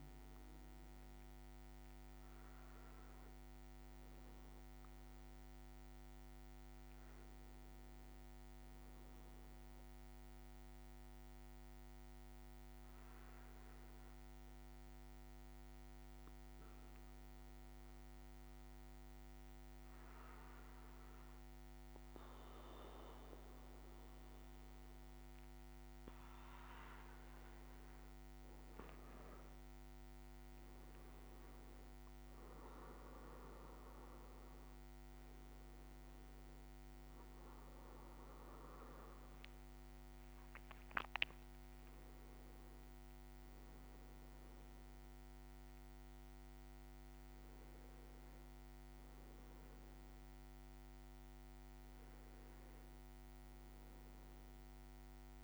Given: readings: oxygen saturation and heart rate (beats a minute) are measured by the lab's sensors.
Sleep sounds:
breathing in sleep, hard to hear, by a microphone on the trachea; 1
6.00-36.00 s: new sleep stage, N2 (light sleep)
11.50-26.50 s: obstructive apnea (oxygen 99% before, 95% lowest, heart rate 58 before, 56 extreme, up 5 after)
26.00-29.00 s: leg movement (device-marked)
29.00-33.00 s: arousal
36.00-55.44 s: new sleep stage, N1 (lightest sleep)
From the record:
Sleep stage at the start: N1 (lightest sleep); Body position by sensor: on the back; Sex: male

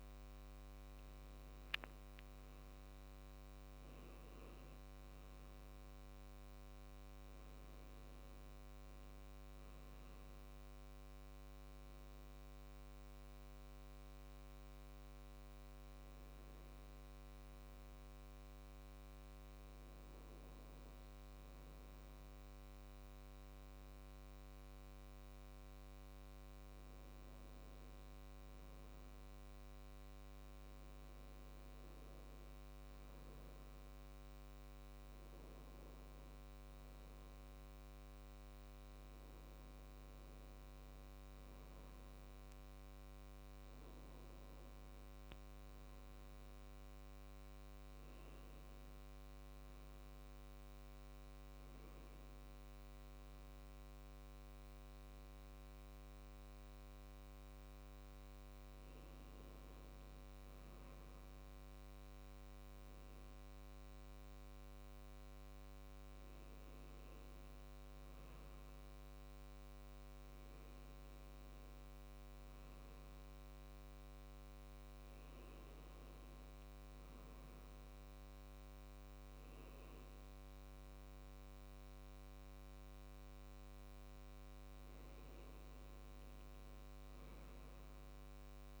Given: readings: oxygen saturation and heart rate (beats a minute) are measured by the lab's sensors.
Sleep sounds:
breathing in sleep, hard to hear, by a microphone on the trachea; 1
5.50-8.50 s: arousal
11.00-21.00 s: hypopnea (oxygen 97% before, 94% lowest, heart rate 70 before, 70 extreme, up 0 after)
23.50-27.00 s: arousal
79.50-83.50 s: arousal
From the record:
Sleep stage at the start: N2 (light sleep); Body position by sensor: on the back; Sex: male

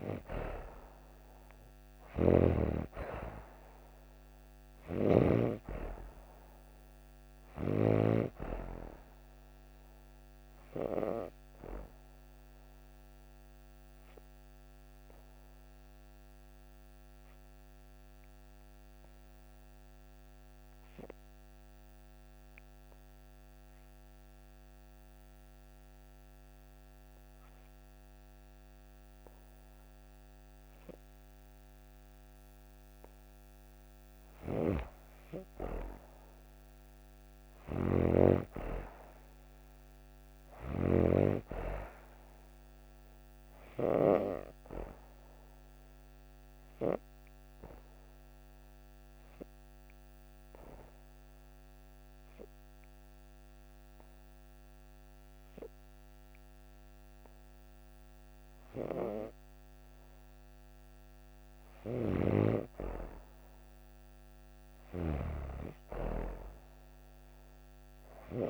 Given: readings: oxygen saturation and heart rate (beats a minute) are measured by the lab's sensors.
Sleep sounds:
breathing in sleep by a microphone on the trachea; 2
0.00-28.00 s: oxygen desaturation (device-marked, oxygen 87% lowest)
1.50-8.00 s: snoring (device-marked)
11.50-33.00 s: obstructive apnea (oxygen 96% before, 87% lowest)
34.00-41.00 s: snoring (device-marked)
35.00-39.00 s: arousal
46.00-64.00 s: oxygen desaturation (device-marked, oxygen 97% before, 91% lowest)
49.50-61.50 s: obstructive apnea (oxygen 98% before, 91% lowest)
61.50-65.00 s: snoring (device-marked)
65.50-68.50 s: arousal
From the record:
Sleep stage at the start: N2 (light sleep); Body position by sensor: on the back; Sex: female

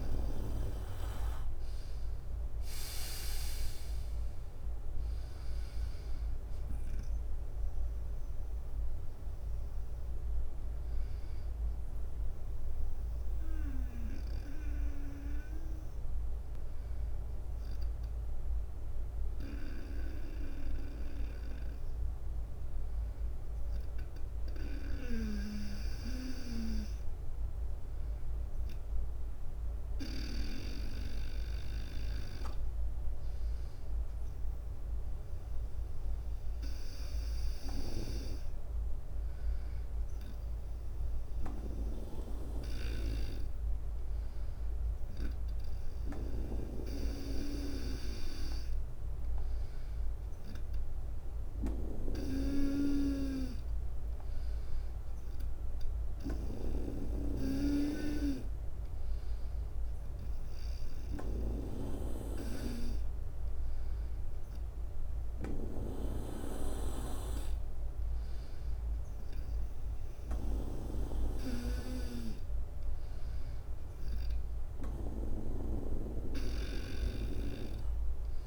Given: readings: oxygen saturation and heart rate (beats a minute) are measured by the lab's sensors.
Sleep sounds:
breathing in sleep by a room microphone; none
0.00-11.00 s: drop in pulse transit time (device-marked, heart rate 52 extreme)
4.00-32.00 s: bradycardia (device-marked, heart rate 56 before, 50 extreme)
28.00-42.00 s: drop in pulse transit time (device-marked, heart rate 54 before, 58 extreme)
36.00-52.00 s: bradycardia (device-marked, heart rate 56 before, 55 extreme)
37.00-78.47 s: snoring (device-marked)
64.00-66.00 s: bradycardia (device-marked, heart rate 57 before, 60 extreme)
67.00-78.47 s: bradycardia (device-marked, heart rate 57 before, 57 extreme)
From the record:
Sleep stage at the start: N2 (light sleep); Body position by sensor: on the right side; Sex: male

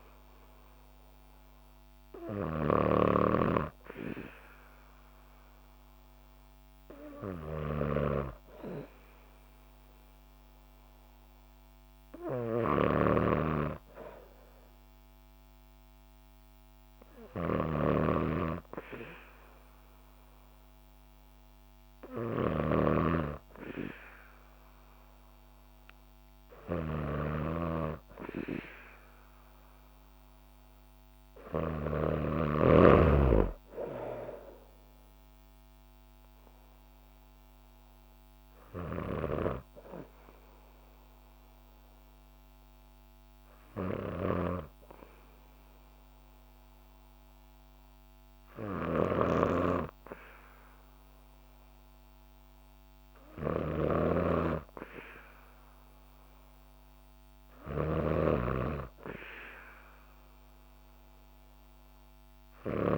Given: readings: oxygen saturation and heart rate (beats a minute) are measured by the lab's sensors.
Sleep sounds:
breathing in sleep by a microphone on the trachea; 1
0.00-31.50 s: snoring (device-marked)
29.50-33.00 s: arousal
38.50-53.50 s: hypopnea (oxygen 96% before, 94% lowest, heart rate 64 before, 61 extreme, up 3 after)
38.50-62.98 s: snoring (device-marked)
59.50-62.98 s: arousal
From the record:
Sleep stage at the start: N2 (light sleep); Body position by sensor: on the back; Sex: female

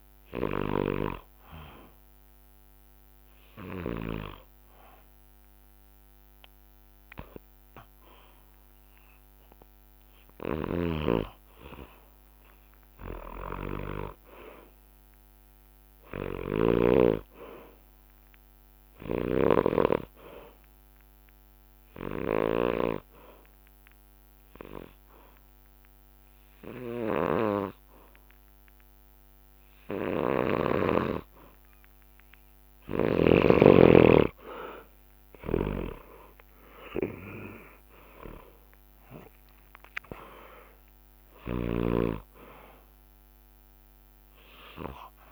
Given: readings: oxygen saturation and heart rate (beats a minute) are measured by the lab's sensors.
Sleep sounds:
breathing in sleep by a microphone on the trachea; 2
0.00-19.00 s: oxygen desaturation (device-marked, oxygen 91% lowest, heart rate 57 extreme)
1.50-11.50 s: hypopnea (oxygen 97% before, 91% lowest, heart rate 63 before, 57 extreme, up 13 after)
3.00-7.00 s: bradycardia (device-marked, heart rate 65 before, 59 extreme)
10.50-22.50 s: snoring (device-marked)
11.00-21.00 s: drop in pulse transit time (device-marked, heart rate 65 before, 63 extreme)
13.50-17.00 s: arousal
21.00-32.00 s: obstructive apnea (oxygen 97% before, 91% lowest, heart rate 66 before, 53 extreme, up 12 after)
26.00-33.00 s: bradycardia (device-marked, heart rate 65 before, 58 extreme)
36.00-40.50 s: arousal
40.00-45.32 s: oxygen desaturation (device-marked, oxygen 96% before, 91% lowest, heart rate 62 before, 53 extreme)
From the record:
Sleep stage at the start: N2 (light sleep); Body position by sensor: on the back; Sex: male

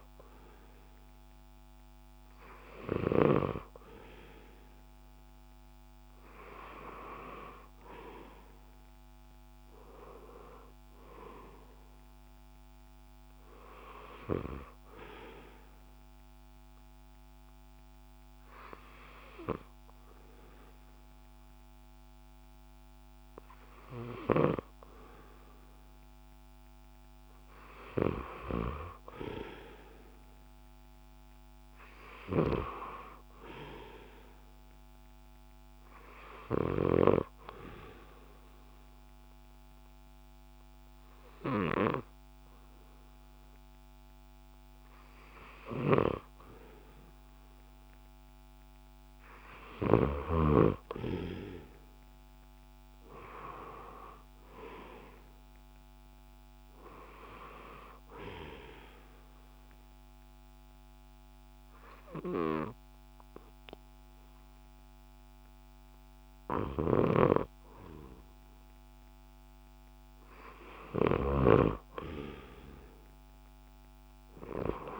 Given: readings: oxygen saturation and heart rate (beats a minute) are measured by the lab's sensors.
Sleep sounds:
breathing in sleep by a microphone on the trachea; 3
9.00-12.00 s: arousal
15.50-26.50 s: obstructive apnea (oxygen 90% before, 87% lowest, heart rate 70 before, 64 extreme, up 9 after)
29.00-33.50 s: arousal
31.00-41.00 s: drop in pulse transit time (device-marked, heart rate 67 before, 67 extreme)
38.00-48.00 s: obstructive apnea (oxygen 93% before, 87% lowest, heart rate 68 before, 63 extreme, up 9 after)
38.00-54.00 s: oxygen desaturation (device-marked, oxygen 93% before, 87% lowest, heart rate 68 before, 63 extreme)
46.00-50.50 s: snoring (device-marked)
51.00-55.00 s: arousal
52.00-62.00 s: drop in pulse transit time (device-marked, heart rate 68 before, 66 extreme)
60.00-70.50 s: obstructive apnea (oxygen 93% before, 87% lowest, heart rate 68 before, 64 extreme, up 12 after)
67.00-72.00 s: snoring (device-marked)
68.00-75.00 s: oxygen desaturation (device-marked, oxygen 92% before, 87% lowest, heart rate 68 before, 66 extreme)
73.50-75.00 s: arousal
74.00-75.00 s: drop in pulse transit time (device-marked, heart rate 68 before, 68 extreme)
From the record:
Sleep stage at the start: N2 (light sleep); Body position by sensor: on the left side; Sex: male

